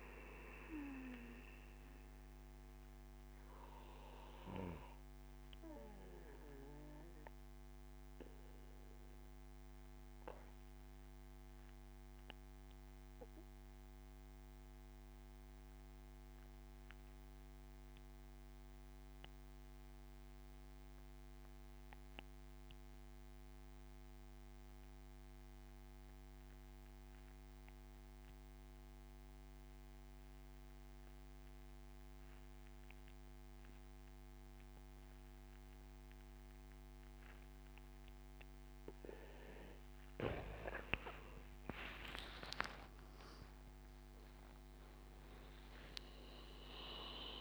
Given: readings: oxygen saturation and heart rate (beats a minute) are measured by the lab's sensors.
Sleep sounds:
breathing in sleep by a microphone on the trachea; 1
0.00-12.50 s: oxygen desaturation (device-marked, oxygen 92% lowest, heart rate 64 extreme)
5.50-38.00 s: obstructive apnea (oxygen 98% before, 89% lowest, heart rate 77 before, 67 extreme, up 20 after)
30.50-47.41 s: oxygen desaturation (device-marked, oxygen 98% before, 89% lowest, heart rate 72 before, 67 extreme)
41.50-46.50 s: arousal
From the record:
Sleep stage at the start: N2 (light sleep); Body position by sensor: on the back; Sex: male

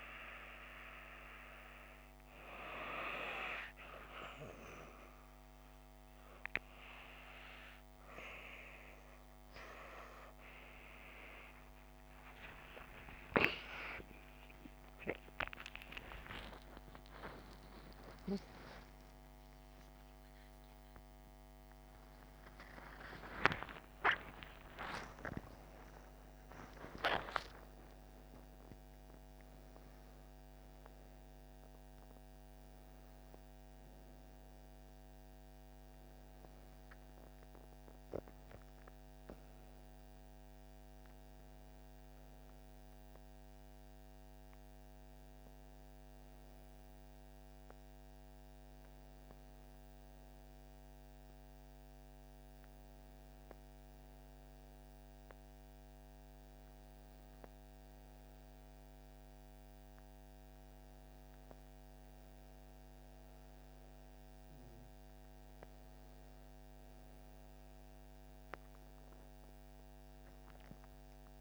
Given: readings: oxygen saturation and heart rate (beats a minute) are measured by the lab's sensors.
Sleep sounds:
a person awake in a sleep study, by a microphone on the trachea; none
none scored
From the record:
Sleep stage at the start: awake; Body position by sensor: on the back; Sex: female

